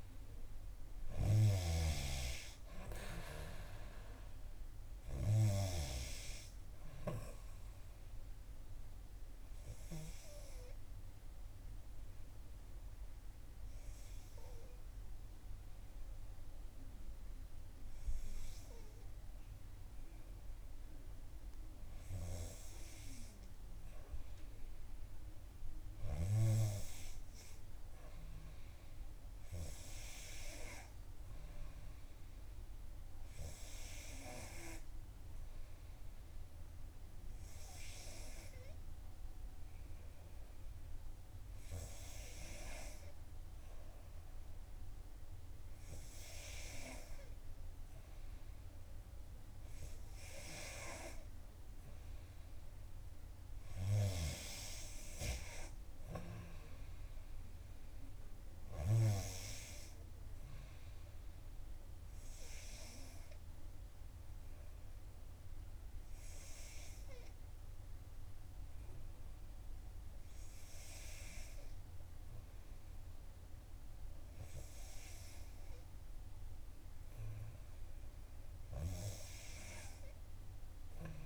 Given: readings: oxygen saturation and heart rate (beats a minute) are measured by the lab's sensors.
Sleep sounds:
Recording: breathing in sleep by a room microphone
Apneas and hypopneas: 2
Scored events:
9.50-21.50 s: hypopnea (oxygen 93% before, 90% lowest, heart rate 64 before, 58 extreme, up 5 after)
25.50-28.50 s: arousal
56.00-59.00 s: arousal
62.50-74.50 s: hypopnea (oxygen 93% before, 90% lowest, heart rate 63 before, 59 extreme, up 4 after)
76.50-80.50 s: arousal
From the record:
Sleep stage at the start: N2 (light sleep)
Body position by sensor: on the back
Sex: female

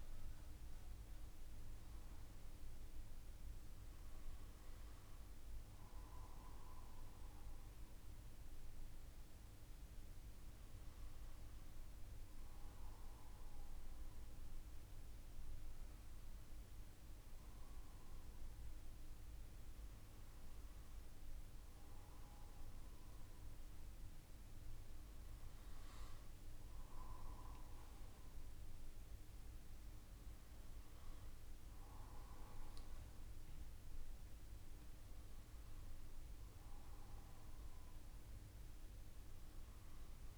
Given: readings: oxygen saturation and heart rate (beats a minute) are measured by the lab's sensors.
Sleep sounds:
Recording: a person awake in a sleep study, hard to hear, by a room microphone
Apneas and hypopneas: none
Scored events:
none scored
From the record:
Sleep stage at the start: awake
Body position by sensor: on the back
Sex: male

